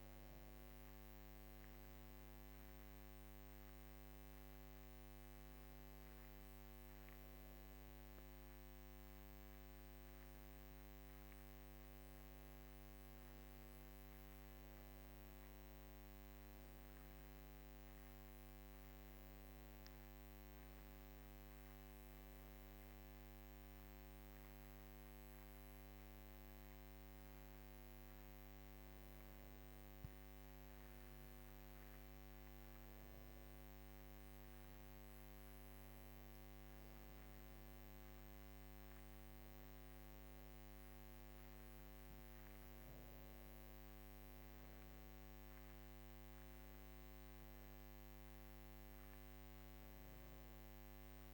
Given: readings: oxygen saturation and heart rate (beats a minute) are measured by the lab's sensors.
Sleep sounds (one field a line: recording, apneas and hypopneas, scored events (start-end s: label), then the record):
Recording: breathing in sleep, hard to hear, by a microphone on the trachea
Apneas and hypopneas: none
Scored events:
none scored
From the record:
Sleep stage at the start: N2 (light sleep)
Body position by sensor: on the back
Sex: female